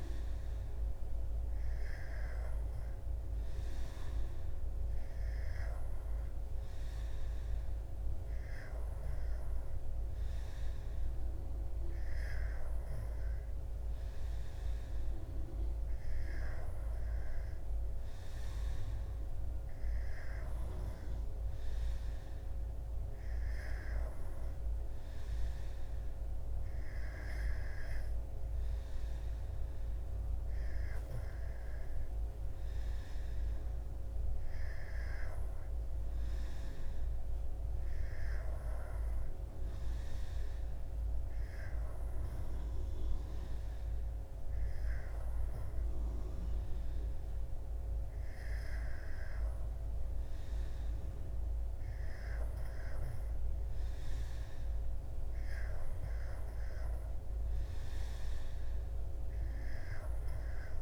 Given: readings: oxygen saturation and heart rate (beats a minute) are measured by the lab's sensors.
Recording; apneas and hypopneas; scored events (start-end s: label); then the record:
breathing in sleep, hard to hear, by a room microphone; none
none scored
From the record:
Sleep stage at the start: N2 (light sleep); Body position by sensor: on the back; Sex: male